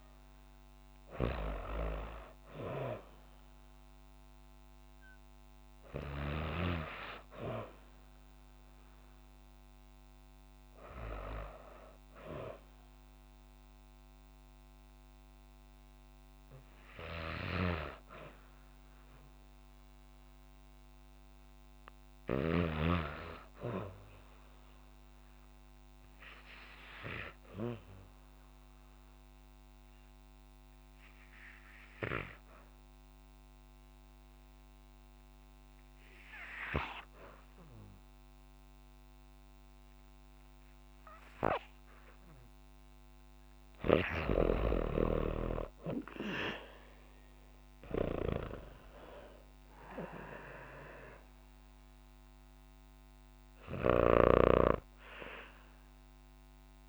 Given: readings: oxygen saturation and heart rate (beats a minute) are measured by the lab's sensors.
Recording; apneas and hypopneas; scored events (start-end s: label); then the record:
breathing in sleep by a microphone on the trachea; 1
0.00-20.00 s: oxygen desaturation (device-marked, oxygen 89% lowest, heart rate 52 extreme)
25.00-42.00 s: mixed apnea (oxygen 98% before, 88% lowest, heart rate 54 before, 52 extreme, up 7 after)
44.50-48.50 s: arousal
46.00-56.89 s: oxygen desaturation (device-marked, oxygen 96% before, 88% lowest, heart rate 54 before, 54 extreme)
From the record:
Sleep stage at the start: N2 (light sleep); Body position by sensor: on the back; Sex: female